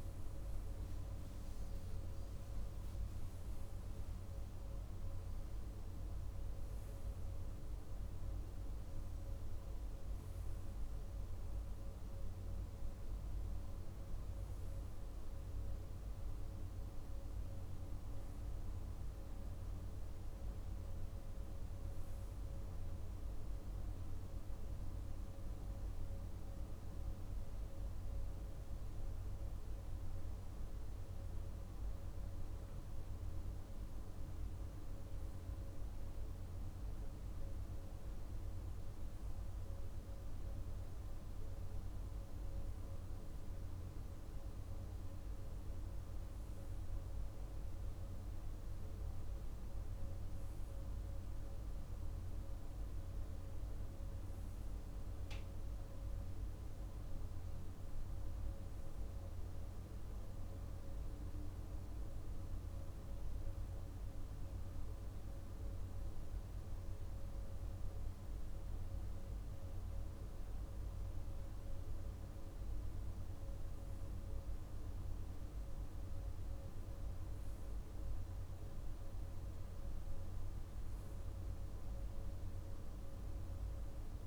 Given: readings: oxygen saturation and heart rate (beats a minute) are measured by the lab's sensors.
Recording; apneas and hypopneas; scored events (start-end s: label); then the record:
breathing in sleep, hard to hear, by a room microphone; none
none scored
From the record:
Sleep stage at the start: REM sleep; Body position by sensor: on the right side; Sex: male